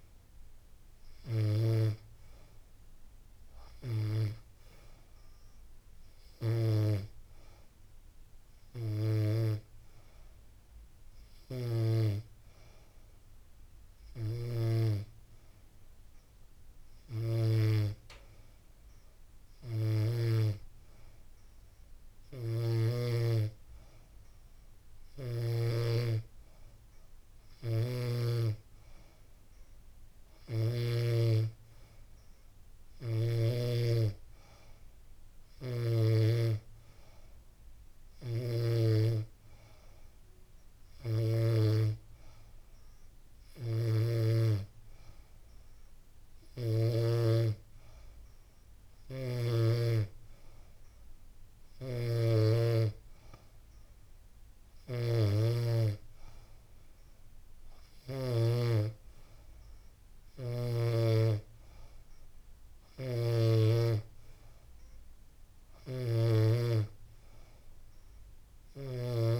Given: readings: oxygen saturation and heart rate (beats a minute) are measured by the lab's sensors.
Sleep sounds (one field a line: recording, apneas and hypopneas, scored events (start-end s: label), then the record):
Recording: breathing in sleep by a room microphone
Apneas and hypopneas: none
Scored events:
27.00-33.00 s: snoring (device-marked)
From the record:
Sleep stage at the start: N3 (deep sleep)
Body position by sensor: on the back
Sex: female